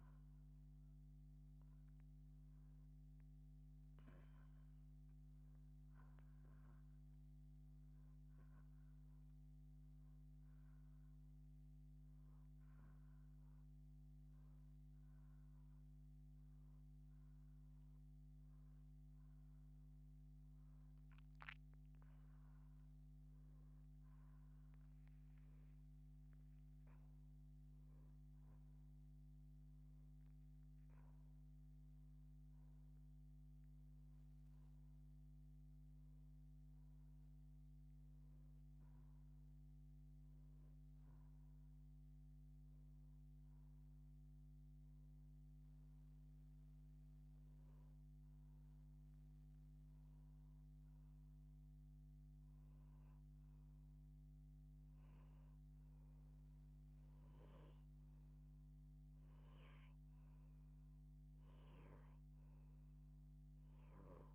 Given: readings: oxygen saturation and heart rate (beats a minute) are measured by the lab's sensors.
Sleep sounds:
a person awake in a sleep study, hard to hear, by a microphone on the trachea; none
40.50-64.35 s: new sleep stage, N1 (lightest sleep)
From the record:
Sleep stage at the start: awake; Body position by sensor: on the left side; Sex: female

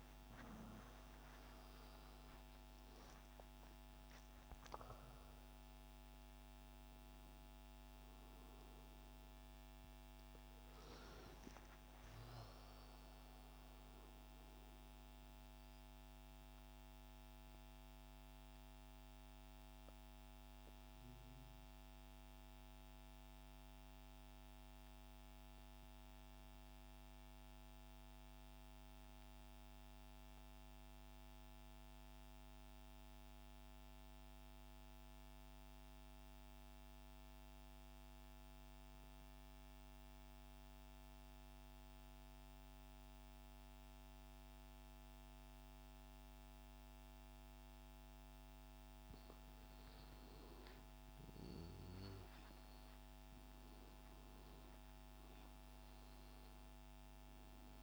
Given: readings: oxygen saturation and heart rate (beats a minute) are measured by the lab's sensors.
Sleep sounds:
a person partly awake in a sleep study, hard to hear, by a microphone on the trachea; 1
0.00-16.50 s: oxygen desaturation (device-marked, oxygen 89% lowest, heart rate 60 extreme)
12.50-57.83 s: new sleep stage, N2 (light sleep)
15.00-49.50 s: mixed apnea (oxygen 97% before, 90% lowest, heart rate 113 before, 56 extreme, up 43 after)
43.50-57.83 s: oxygen desaturation (device-marked, oxygen 99% before, 91% lowest, heart rate 62 before, 58 extreme)
51.00-56.00 s: arousal
From the record:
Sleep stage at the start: awake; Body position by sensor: on the right side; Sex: male

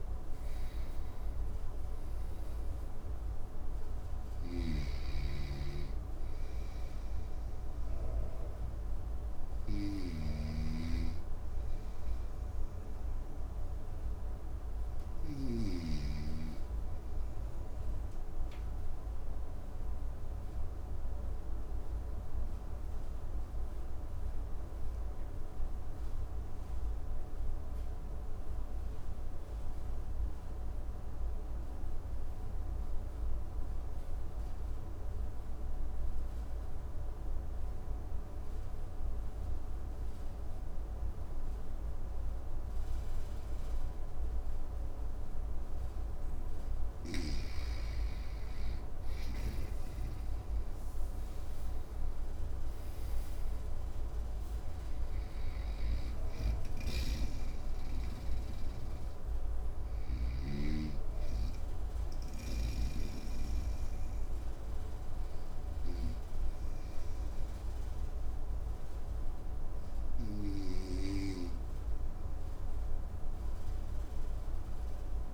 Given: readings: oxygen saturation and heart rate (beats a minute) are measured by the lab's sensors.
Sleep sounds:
breathing in sleep by a room microphone; 1
0.00-23.00 s: oxygen desaturation (device-marked, oxygen 91% lowest, heart rate 53 extreme)
4.00-15.50 s: snoring (device-marked)
16.50-46.50 s: obstructive apnea (oxygen 97% before, 91% lowest, heart rate 61 before, 53 extreme, up 10 after)
42.00-75.34 s: oxygen desaturation (device-marked, oxygen 99% before, 91% lowest, heart rate 54 before, 53 extreme)
48.00-52.00 s: arousal
56.00-60.00 s: snoring (device-marked)
From the record:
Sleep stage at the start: N2 (light sleep); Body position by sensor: on the right side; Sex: male

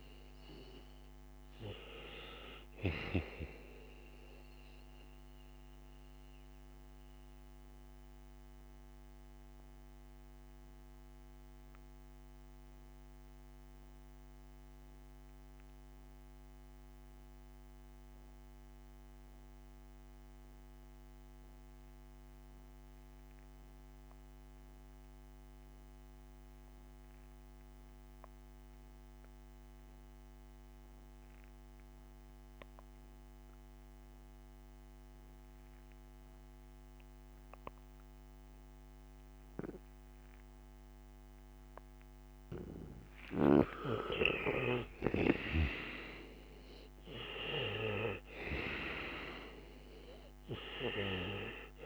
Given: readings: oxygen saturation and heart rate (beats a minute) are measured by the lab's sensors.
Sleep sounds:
breathing in sleep by a microphone on the trachea; 1
0.00-21.50 s: oxygen desaturation (device-marked, oxygen 79% lowest, heart rate 56 extreme)
4.50-43.00 s: mixed apnea (oxygen 97% before, 79% lowest, heart rate 64 before, 56 extreme, up 10 after)
38.50-51.85 s: oxygen desaturation (device-marked, oxygen 98% before, 81% lowest, heart rate 62 before, 56 extreme)
43.50-51.85 s: new sleep stage, N1 (lightest sleep)
44.00-48.50 s: arousal
From the record:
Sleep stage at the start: N2 (light sleep); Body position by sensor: on the back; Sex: male

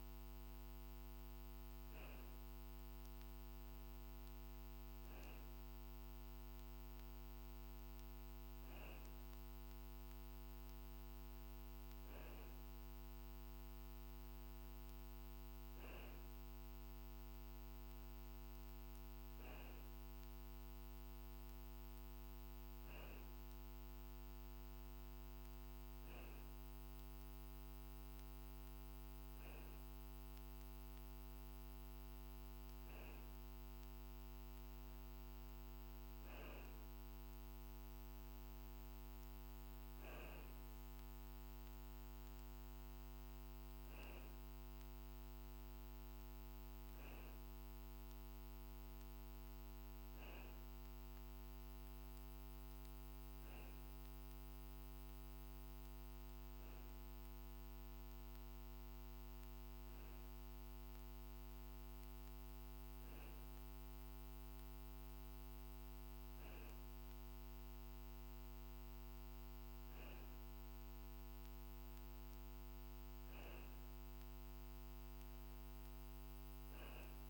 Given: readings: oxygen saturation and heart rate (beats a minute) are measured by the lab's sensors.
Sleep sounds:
breathing in sleep, hard to hear, by a microphone on the trachea; none
none scored
From the record:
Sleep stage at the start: N2 (light sleep); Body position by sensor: on the back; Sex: male

